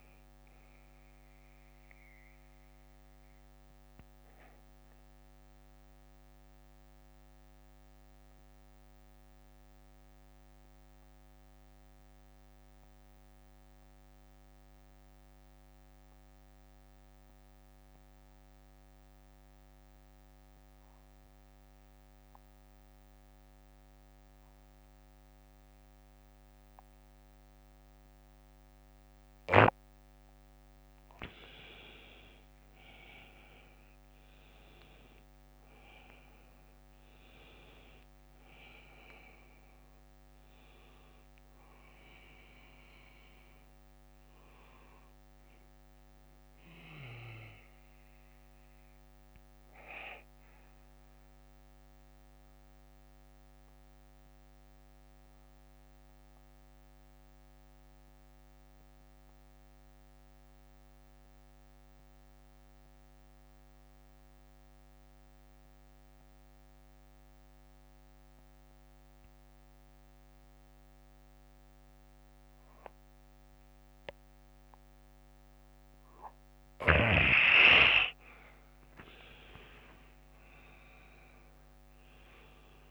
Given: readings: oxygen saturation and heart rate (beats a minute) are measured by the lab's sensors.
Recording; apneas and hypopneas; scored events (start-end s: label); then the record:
breathing in sleep by a microphone on the trachea; 2
0.00-3.50 s: oxygen desaturation (device-marked, oxygen 93% lowest, heart rate 46 extreme)
0.00-30.50 s: bradycardia (device-marked, heart rate 46 extreme)
3.00-31.50 s: mixed apnea (oxygen 96% before, 91% lowest, heart rate 64 before, 46 extreme, up 16 after)
16.50-26.50 s: oxygen desaturation (device-marked, oxygen 95% before, 91% lowest, heart rate 55 before, 52 extreme)
35.00-39.50 s: arousal
44.50-76.50 s: bradycardia (device-marked, heart rate 60 before, 46 extreme)
49.00-78.00 s: mixed apnea (oxygen 98% before, 90% lowest, heart rate 64 before, 48 extreme, up 13 after)
54.50-68.50 s: oxygen desaturation (device-marked, oxygen 95% before, 91% lowest, heart rate 61 before, 57 extreme)
79.50-82.91 s: arousal
From the record:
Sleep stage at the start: N2 (light sleep); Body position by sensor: on the back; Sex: male